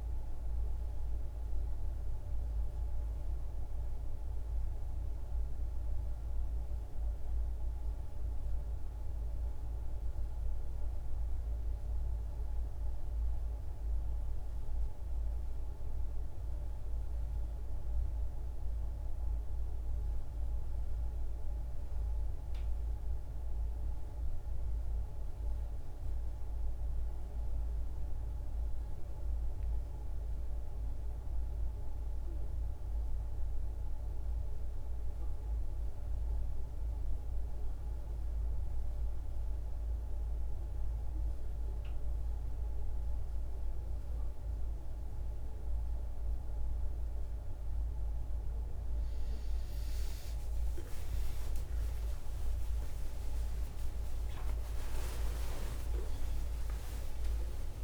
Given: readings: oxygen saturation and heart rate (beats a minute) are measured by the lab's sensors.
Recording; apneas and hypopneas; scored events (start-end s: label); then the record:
breathing in sleep, hard to hear, by a room microphone; none
none scored
From the record:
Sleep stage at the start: N1 (lightest sleep); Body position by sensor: on the back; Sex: female